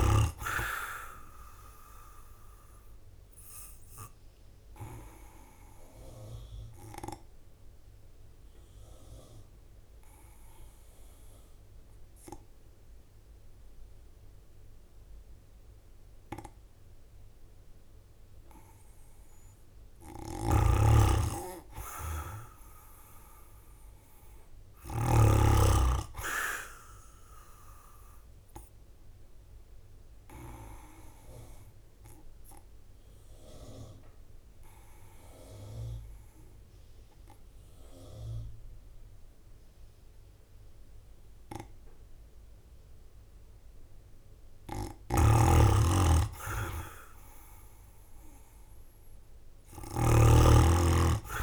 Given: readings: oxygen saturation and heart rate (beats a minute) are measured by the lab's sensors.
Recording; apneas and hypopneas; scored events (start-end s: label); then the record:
breathing in sleep by a room microphone; 2
0.00-11.00 s: drop in pulse transit time (device-marked, heart rate 54 extreme)
4.00-17.50 s: obstructive apnea (oxygen 98% before, 92% lowest, heart rate 55 before, 51 extreme, up 5 after)
20.00-25.00 s: snoring (device-marked)
21.00-24.50 s: arousal
25.00-47.00 s: oxygen desaturation (device-marked, oxygen 97% before, 92% lowest, heart rate 54 before, 51 extreme)
26.00-37.00 s: drop in pulse transit time (device-marked, heart rate 54 before, 51 extreme)
28.50-43.50 s: obstructive apnea (oxygen 97% before, 92% lowest, heart rate 54 before, 51 extreme, up 8 after)
44.50-50.00 s: snoring (device-marked)
46.00-49.50 s: arousal
49.00-51.43 s: oxygen desaturation (device-marked, oxygen 98% before, 94% lowest, heart rate 54 before, 52 extreme)
50.00-51.43 s: drop in pulse transit time (device-marked, heart rate 54 before, 53 extreme)
From the record:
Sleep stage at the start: N2 (light sleep); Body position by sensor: on the right side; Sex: male